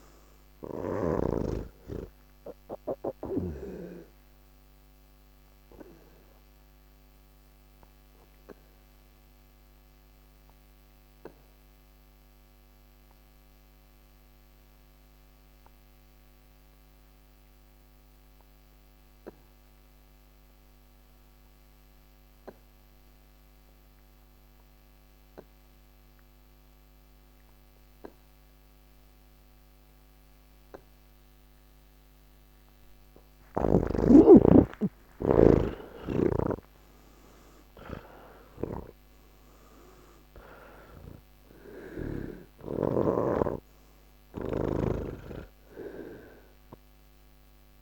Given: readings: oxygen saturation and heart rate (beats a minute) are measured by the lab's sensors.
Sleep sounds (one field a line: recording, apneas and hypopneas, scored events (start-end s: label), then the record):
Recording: breathing in sleep by a microphone on the trachea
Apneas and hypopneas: 1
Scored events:
0.00-22.00 s: oxygen desaturation (device-marked, oxygen 85% lowest)
4.50-33.00 s: obstructive apnea (oxygen 99% before, 81% lowest)
24.00-47.81 s: oxygen desaturation (device-marked, oxygen 98% before, 81% lowest, heart rate 96 before, 154 extreme)
38.50-42.50 s: snoring (device-marked)
From the record:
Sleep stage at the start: N3 (deep sleep)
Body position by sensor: on the back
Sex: male